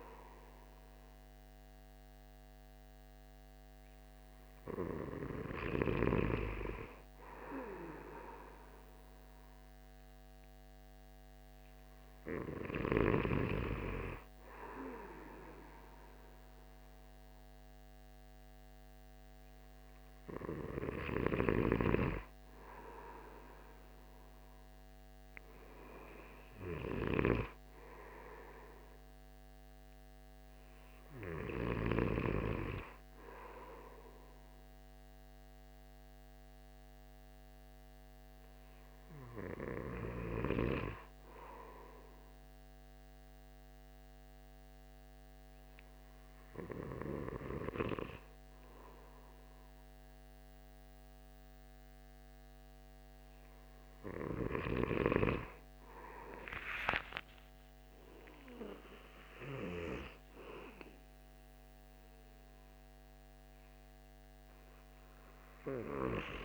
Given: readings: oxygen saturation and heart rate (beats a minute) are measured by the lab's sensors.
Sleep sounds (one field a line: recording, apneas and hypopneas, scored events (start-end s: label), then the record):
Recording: breathing in sleep by a microphone on the trachea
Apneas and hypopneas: 1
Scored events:
42.00-55.50 s: hypopnea (oxygen 96% before, 93% lowest)
57.00-60.50 s: arousal
From the record:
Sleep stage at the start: N2 (light sleep)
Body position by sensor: on the back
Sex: male